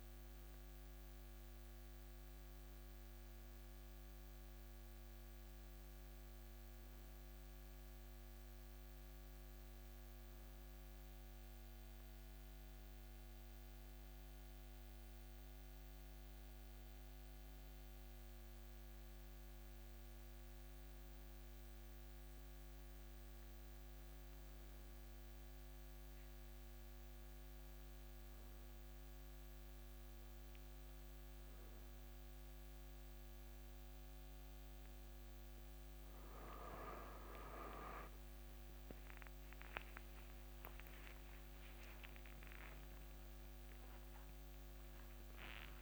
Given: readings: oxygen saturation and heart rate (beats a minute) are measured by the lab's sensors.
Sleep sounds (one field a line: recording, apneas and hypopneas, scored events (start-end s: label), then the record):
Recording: breathing in sleep by a microphone on the trachea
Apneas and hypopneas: none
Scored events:
37.50-45.81 s: new sleep stage, awake
From the record:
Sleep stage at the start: N1 (lightest sleep)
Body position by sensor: on the back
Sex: male